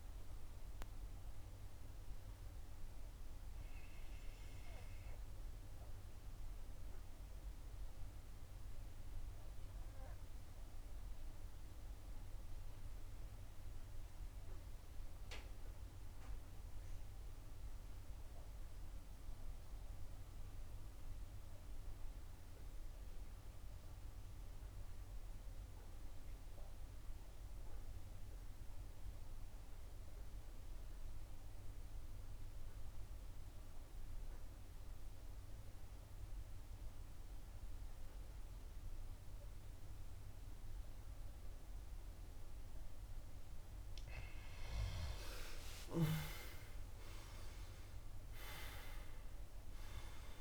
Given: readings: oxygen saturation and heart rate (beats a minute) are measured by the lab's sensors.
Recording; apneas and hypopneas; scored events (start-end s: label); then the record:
breathing in sleep by a room microphone; 1
0.00-12.00 s: oxygen desaturation (device-marked, oxygen 90% lowest, heart rate 61 extreme)
2.00-44.50 s: obstructive apnea (oxygen 96% before, 82% lowest, heart rate 72 before, 61 extreme, up 10 after)
28.00-50.41 s: oxygen desaturation (device-marked, oxygen 97% before, 82% lowest, heart rate 64 before, 62 extreme)
46.00-50.41 s: arousal
From the record:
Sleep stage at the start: N2 (light sleep); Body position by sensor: on the back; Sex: female